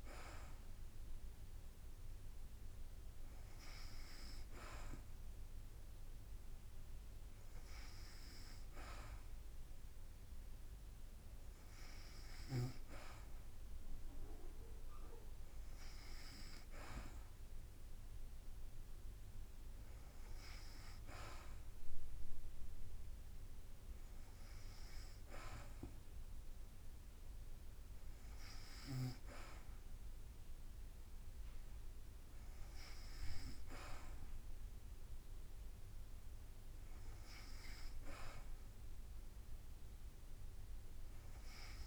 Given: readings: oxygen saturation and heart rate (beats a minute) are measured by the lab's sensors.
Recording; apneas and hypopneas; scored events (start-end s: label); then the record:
breathing in sleep by a room microphone; none
none scored
From the record:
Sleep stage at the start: N2 (light sleep); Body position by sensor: on the back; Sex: female